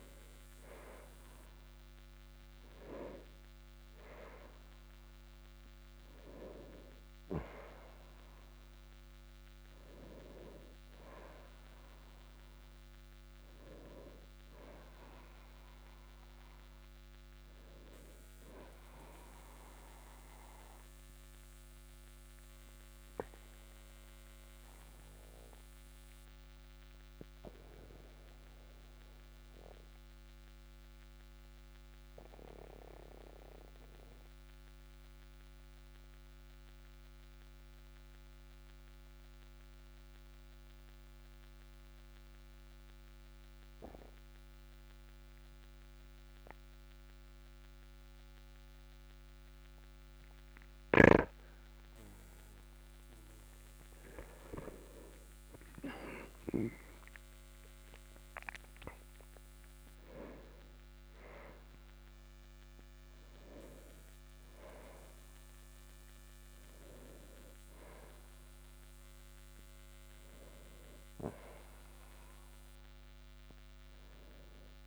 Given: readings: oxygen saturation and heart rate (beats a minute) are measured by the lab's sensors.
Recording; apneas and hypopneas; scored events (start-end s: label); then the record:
breathing in sleep by a microphone on the trachea; 1
14.50-33.50 s: oxygen desaturation (device-marked, oxygen 97% before, 94% lowest, heart rate 51 before, 37 extreme)
20.50-53.50 s: obstructive apnea (oxygen 98% before, 94% lowest, heart rate 52 before, 37 extreme, up 7 after)
55.50-59.00 s: arousal
From the record:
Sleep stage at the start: N2 (light sleep); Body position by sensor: on the back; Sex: male